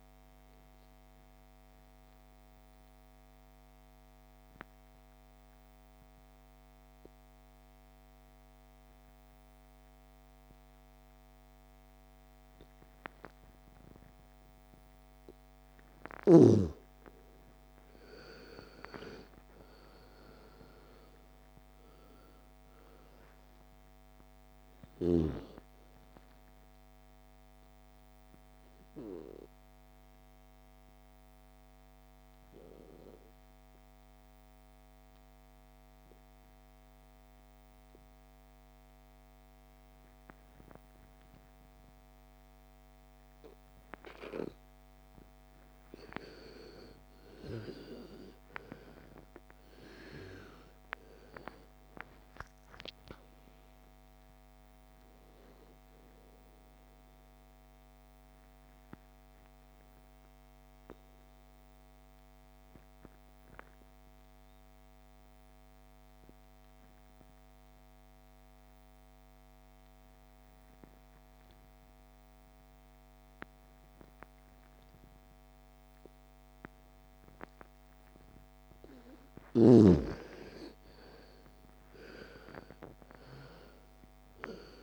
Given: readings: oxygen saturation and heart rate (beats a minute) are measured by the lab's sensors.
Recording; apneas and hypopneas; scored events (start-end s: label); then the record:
breathing in sleep by a microphone on the trachea; 3
2.00-16.50 s: obstructive apnea (oxygen 99% before, 87% lowest, heart rate 59 before, 30 extreme, up 41 after)
17.50-20.50 s: arousal
19.00-48.00 s: oxygen desaturation (device-marked, oxygen 98% before, 88% lowest, heart rate 41 before, 30 extreme)
30.00-46.00 s: obstructive apnea (oxygen 98% before, 82% lowest, heart rate 59 before, 30 extreme, up 44 after)
48.00-54.00 s: arousal
50.00-72.00 s: oxygen desaturation (device-marked, oxygen 98% before, 87% lowest, heart rate 50 before, 37 extreme)
58.50-79.00 s: obstructive apnea (oxygen 98% before, 82% lowest, heart rate 55 before, 37 extreme, up 34 after)
80.00-83.00 s: arousal
80.00-84.83 s: oxygen desaturation (device-marked, oxygen 99% before, 82% lowest, heart rate 52 before, 46 extreme)
From the record:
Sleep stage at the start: N2 (light sleep); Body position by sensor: on the back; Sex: female